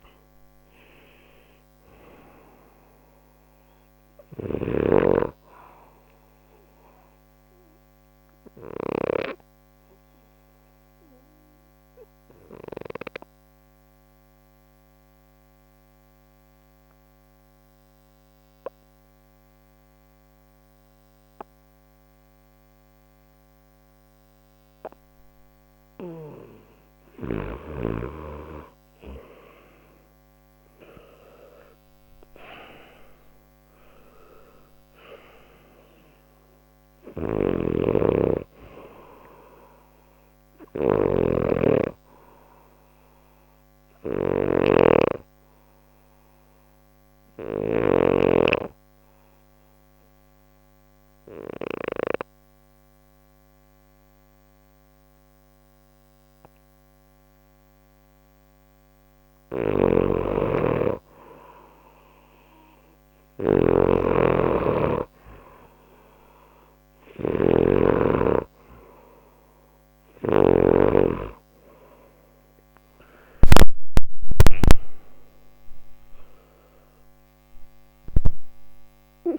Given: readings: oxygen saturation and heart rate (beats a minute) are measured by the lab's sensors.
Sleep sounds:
breathing in sleep by a microphone on the trachea; 2
0.00-5.50 s: oxygen desaturation (device-marked, oxygen 93% lowest, heart rate 59 extreme)
7.00-26.50 s: obstructive apnea (oxygen 97% before, 92% lowest, heart rate 61 before, 59 extreme, up 11 after)
30.50-34.00 s: arousal
31.50-44.50 s: oxygen desaturation (device-marked, oxygen 97% before, 93% lowest, heart rate 61 before, 60 extreme)
36.50-47.50 s: snoring (device-marked)
42.50-59.50 s: obstructive apnea (oxygen 97% before, 92% lowest, heart rate 63 before, 60 extreme, up 0 after)
59.00-70.00 s: snoring (device-marked)
60.50-79.39 s: new sleep stage, N1 (lightest sleep)
61.00-63.50 s: arousal
66.50-79.39 s: oxygen desaturation (device-marked, oxygen 97% before, 92% lowest)
From the record:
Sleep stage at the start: N2 (light sleep); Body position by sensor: on the left side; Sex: male

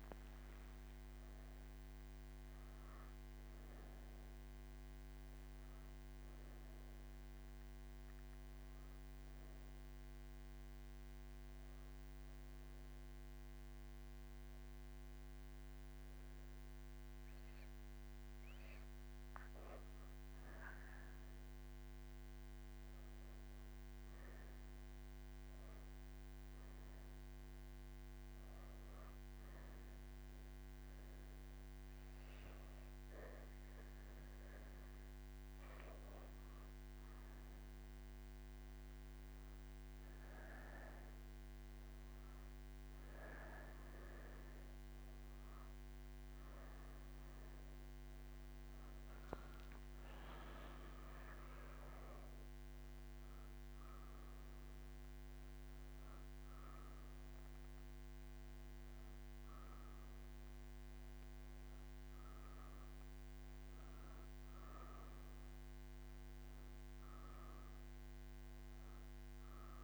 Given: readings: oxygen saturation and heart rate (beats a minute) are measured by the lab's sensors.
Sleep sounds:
breathing in sleep, hard to hear, by a microphone on the trachea; 1
9.00-19.00 s: hypopnea (oxygen 98% before, 96% lowest)
From the record:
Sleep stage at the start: N2 (light sleep); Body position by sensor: on the right side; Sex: female

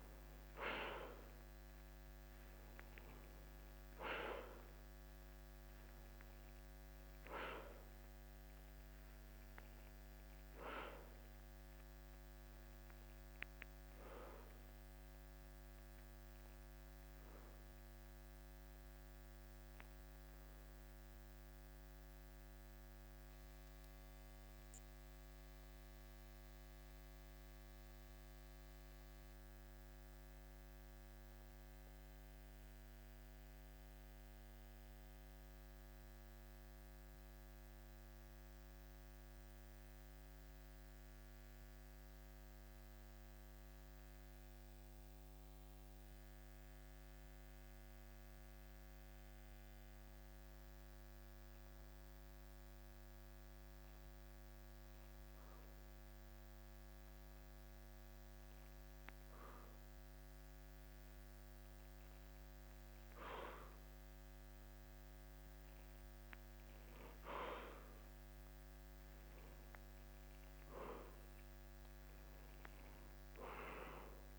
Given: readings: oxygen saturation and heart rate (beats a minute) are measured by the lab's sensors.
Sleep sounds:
breathing in sleep by a microphone on the trachea; 1
10.50-34.50 s: oxygen desaturation (device-marked, oxygen 94% before, 91% lowest, heart rate 56 before, 52 extreme)
27.00-47.50 s: central apnea (oxygen 94% before, 91% lowest, heart rate 54 before, 48 extreme, up 0 after)
49.00-53.00 s: arousal
63.50-74.39 s: oxygen desaturation (device-marked, oxygen 97% before, 93% lowest, heart rate 52 before, 51 extreme)
From the record:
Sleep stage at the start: N2 (light sleep); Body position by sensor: on the back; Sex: male

